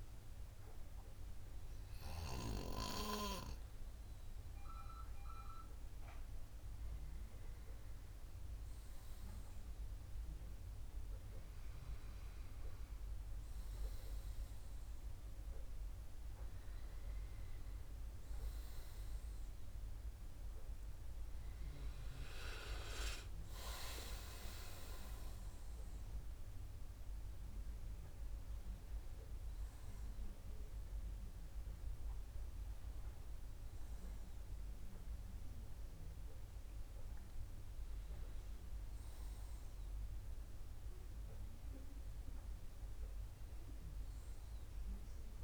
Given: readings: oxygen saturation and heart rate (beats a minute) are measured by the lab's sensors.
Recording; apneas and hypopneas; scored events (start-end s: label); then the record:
breathing in sleep by a room microphone; none
18.50-22.50 s: arousal
From the record:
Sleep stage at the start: N2 (light sleep); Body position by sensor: on the right side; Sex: male